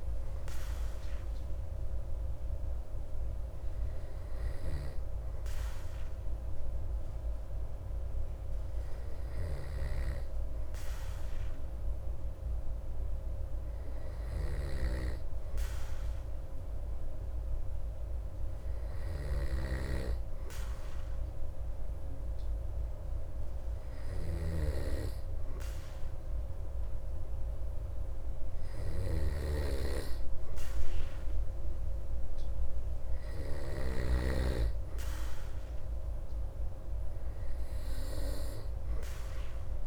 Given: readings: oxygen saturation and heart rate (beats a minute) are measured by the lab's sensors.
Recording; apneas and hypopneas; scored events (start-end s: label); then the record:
breathing in sleep by a room microphone; none
none scored
From the record:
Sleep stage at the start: N2 (light sleep); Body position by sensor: on the back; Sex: male